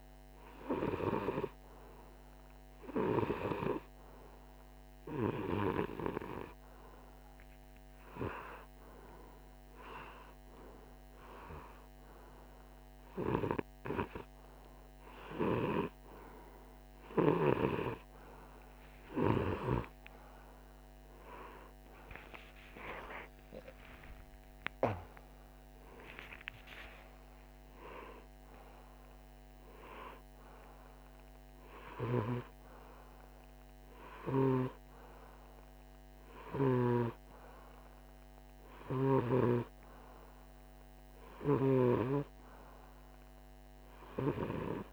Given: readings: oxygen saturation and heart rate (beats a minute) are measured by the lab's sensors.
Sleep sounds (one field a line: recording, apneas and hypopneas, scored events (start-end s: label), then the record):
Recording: breathing in sleep by a microphone on the trachea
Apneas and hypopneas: none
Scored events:
18.50-23.50 s: arousal
From the record:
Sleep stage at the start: REM sleep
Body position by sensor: on the right side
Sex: male